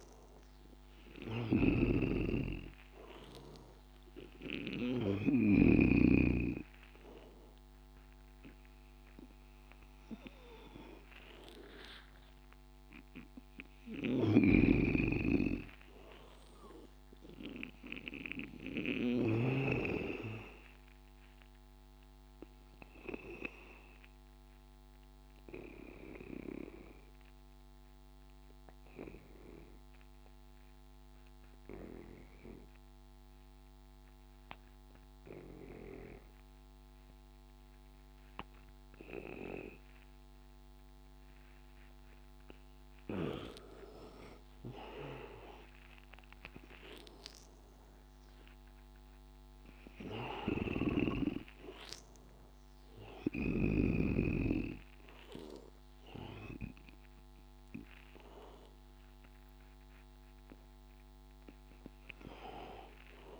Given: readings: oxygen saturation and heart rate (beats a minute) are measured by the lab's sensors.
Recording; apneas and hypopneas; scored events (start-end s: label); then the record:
breathing in sleep by a microphone on the trachea; 1
0.00-17.50 s: oxygen desaturation (device-marked, oxygen 85% lowest, heart rate 83 extreme)
1.00-5.50 s: snoring (device-marked)
11.50-15.50 s: arousal
14.00-19.50 s: snoring (device-marked)
19.50-43.00 s: obstructive apnea (oxygen 99% before, 90% lowest, heart rate 93 before, 83 extreme, up 9 after)
42.50-63.40 s: oxygen desaturation (device-marked, oxygen 98% before, 90% lowest, heart rate 88 before, 81 extreme)
44.50-48.00 s: arousal
From the record:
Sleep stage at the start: N2 (light sleep); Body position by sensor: on the back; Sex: male